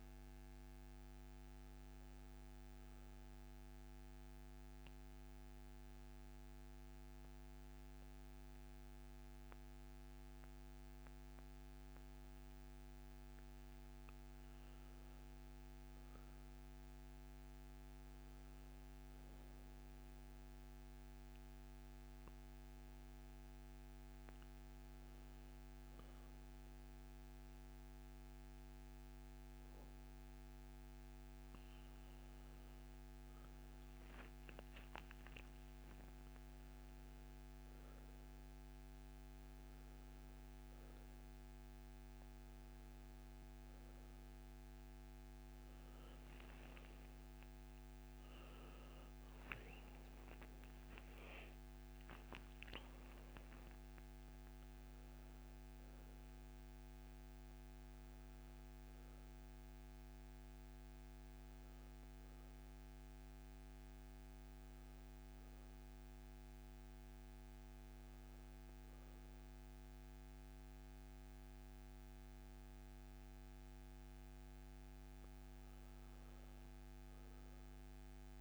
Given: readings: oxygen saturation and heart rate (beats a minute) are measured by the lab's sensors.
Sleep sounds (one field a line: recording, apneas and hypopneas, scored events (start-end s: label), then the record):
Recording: breathing in sleep, hard to hear, by a microphone on the trachea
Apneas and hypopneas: 2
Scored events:
3.00-14.50 s: central apnea (oxygen 98% before, 93% lowest, heart rate 85 before, 60 extreme, up 1 after)
15.50-19.50 s: arousal
21.00-31.00 s: oxygen desaturation (device-marked, oxygen 98% before, 94% lowest, heart rate 65 before, 65 extreme)
50.50-54.50 s: arousal
57.00-72.00 s: hypopnea (oxygen 96% before, 90% lowest, heart rate 78 before, 64 extreme, up 1 after)
67.00-78.41 s: new sleep stage, N2 (light sleep)
75.00-78.41 s: arousal
From the record:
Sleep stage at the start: N1 (lightest sleep)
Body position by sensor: on the back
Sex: male